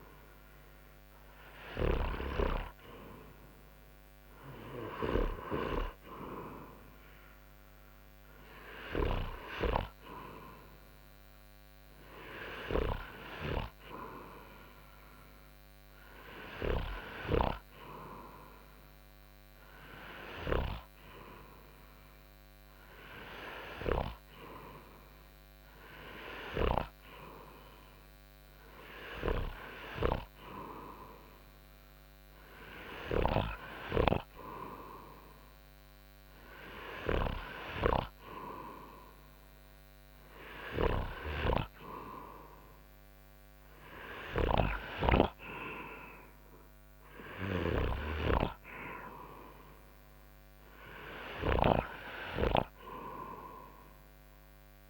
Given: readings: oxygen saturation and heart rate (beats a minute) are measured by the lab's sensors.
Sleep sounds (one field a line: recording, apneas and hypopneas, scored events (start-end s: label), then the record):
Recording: breathing in sleep by a microphone on the trachea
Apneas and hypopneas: none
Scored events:
none scored
From the record:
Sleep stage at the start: N2 (light sleep)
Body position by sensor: on the front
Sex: male